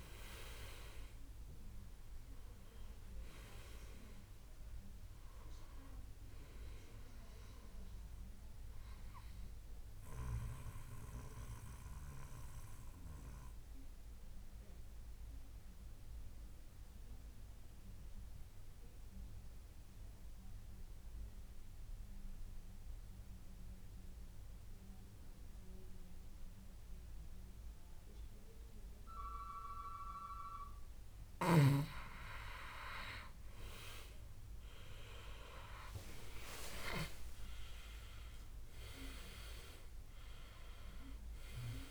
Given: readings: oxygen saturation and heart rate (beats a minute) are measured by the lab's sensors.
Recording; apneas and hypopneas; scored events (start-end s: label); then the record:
breathing in sleep by a room microphone; 1
0.00-23.00 s: oxygen desaturation (device-marked, oxygen 91% lowest, heart rate 62 extreme)
9.50-31.50 s: mixed apnea (oxygen 97% before, 91% lowest, heart rate 74 before, 62 extreme, up 15 after)
33.00-37.00 s: arousal
From the record:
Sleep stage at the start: N2 (light sleep); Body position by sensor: on the back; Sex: male